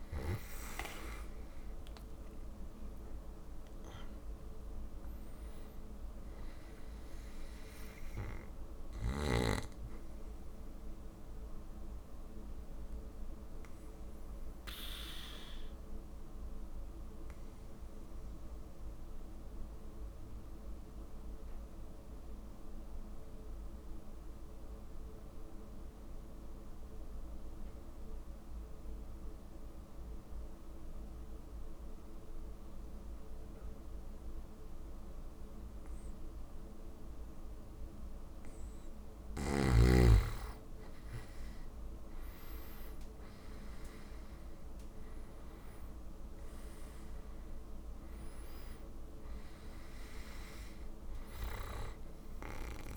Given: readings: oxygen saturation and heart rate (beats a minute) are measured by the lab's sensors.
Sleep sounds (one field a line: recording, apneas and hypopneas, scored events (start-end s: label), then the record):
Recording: breathing in sleep by a room microphone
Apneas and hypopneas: 1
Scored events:
0.00-29.50 s: oxygen desaturation (device-marked, oxygen 88% lowest)
1.00-5.50 s: arousal
10.00-38.50 s: obstructive apnea (oxygen 98% before, 88% lowest)
40.50-44.00 s: arousal
44.50-52.97 s: oxygen desaturation (device-marked, oxygen 97% before, 88% lowest, heart rate 34 before, 37 extreme)
From the record:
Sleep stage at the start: N2 (light sleep)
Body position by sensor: on the back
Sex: male